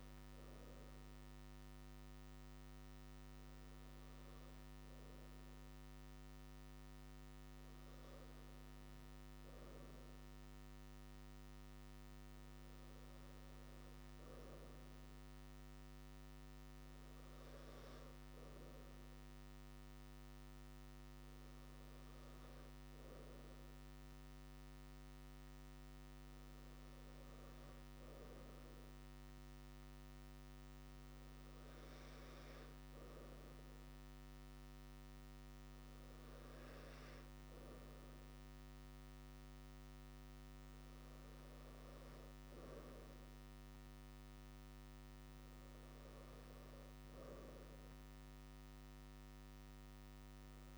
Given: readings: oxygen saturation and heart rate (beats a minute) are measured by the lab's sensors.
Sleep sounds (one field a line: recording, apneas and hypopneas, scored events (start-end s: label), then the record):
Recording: breathing in sleep, hard to hear, by a microphone on the trachea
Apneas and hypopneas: none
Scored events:
none scored
From the record:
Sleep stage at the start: N2 (light sleep)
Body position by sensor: on the right side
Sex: male